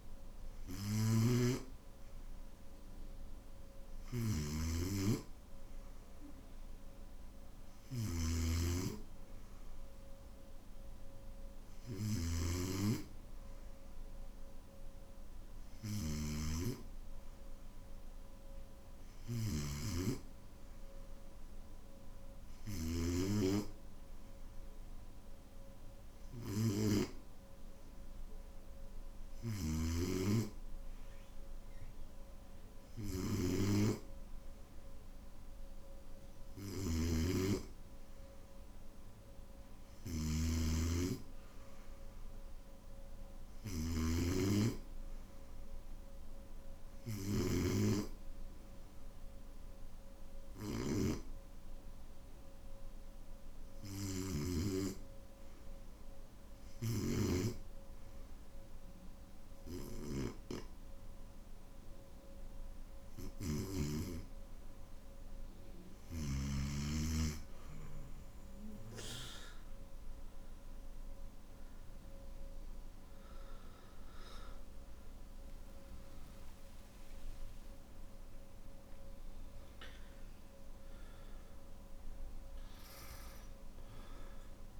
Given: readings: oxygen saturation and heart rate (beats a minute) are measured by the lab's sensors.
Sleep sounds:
breathing in sleep by a room microphone; 1
0.00-23.00 s: snoring (device-marked)
36.50-47.50 s: snoring (device-marked)
48.50-62.00 s: hypopnea (oxygen 96% before, 93% lowest, heart rate 54 before, 50 extreme, up 7 after)
68.50-77.50 s: oxygen desaturation (device-marked, oxygen 96% before, 93% lowest, heart rate 53 before, 55 extreme)
From the record:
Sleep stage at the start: N1 (lightest sleep); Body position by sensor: on the back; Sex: male

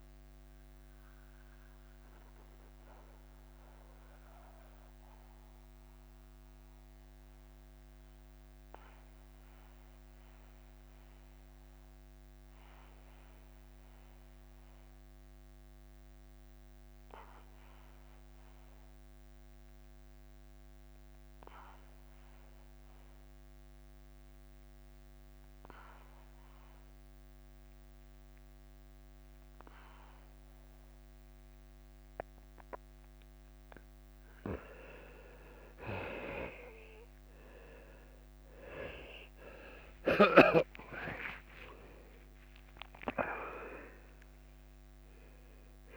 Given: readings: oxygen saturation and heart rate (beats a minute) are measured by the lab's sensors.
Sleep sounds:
breathing in sleep by a microphone on the trachea; 1
0.00-4.50 s: drop in pulse transit time (device-marked, heart rate 83 extreme)
1.50-34.50 s: mixed apnea (oxygen 97% before, 86% lowest, heart rate 84 before, 79 extreme, up 4 after)
14.50-20.50 s: oxygen desaturation (device-marked, oxygen 94% before, 86% lowest, heart rate 84 before, 79 extreme)
35.50-45.97 s: drop in pulse transit time (device-marked, heart rate 82 before, 83 extreme)
37.50-42.00 s: arousal
From the record:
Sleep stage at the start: N2 (light sleep); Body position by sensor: on the back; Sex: male

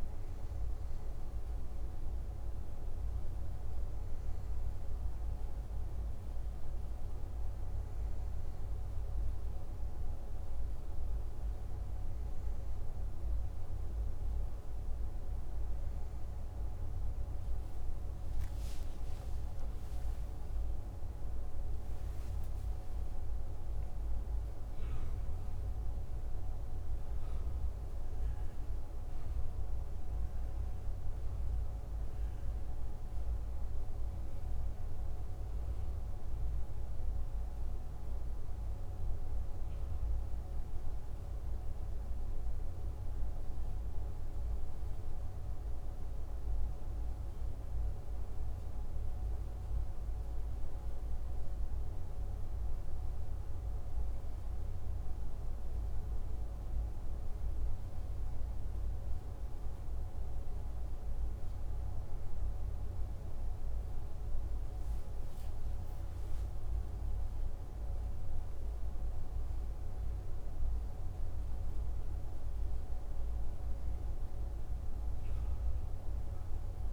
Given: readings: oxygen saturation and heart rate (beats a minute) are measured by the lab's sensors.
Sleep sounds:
breathing in sleep, hard to hear, by a room microphone; 1
1.50-15.50 s: hypopnea (oxygen 96% before, 94% lowest, heart rate 59 before, 47 extreme, up 16 after)
18.00-23.00 s: arousal
From the record:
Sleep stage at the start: N2 (light sleep); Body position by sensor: on the back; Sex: male

